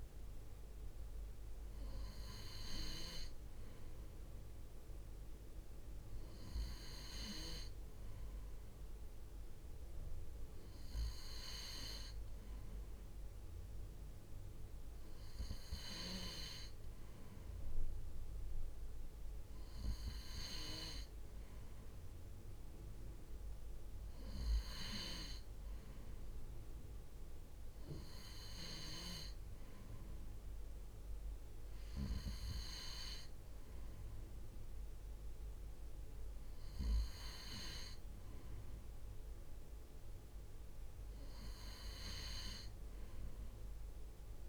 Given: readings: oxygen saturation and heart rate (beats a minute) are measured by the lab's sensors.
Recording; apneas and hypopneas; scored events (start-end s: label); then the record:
breathing in sleep by a room microphone; none
none scored
From the record:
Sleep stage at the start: N3 (deep sleep); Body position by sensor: on the right side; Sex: male